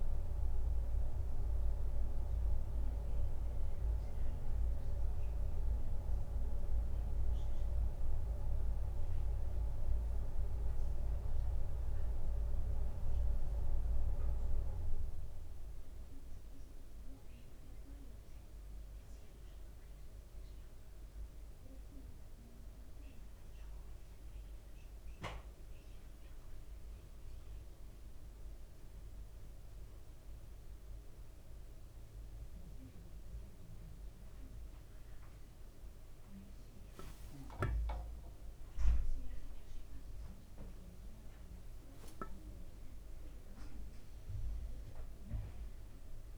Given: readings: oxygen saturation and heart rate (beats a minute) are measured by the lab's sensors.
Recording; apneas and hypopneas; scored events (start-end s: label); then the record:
a person partly awake in a sleep study, by a room microphone; none
30.00-46.38 s: new sleep stage, awake
From the record:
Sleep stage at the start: N1 (lightest sleep); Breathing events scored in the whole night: 223 in 6.4 hours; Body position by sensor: on the right side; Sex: male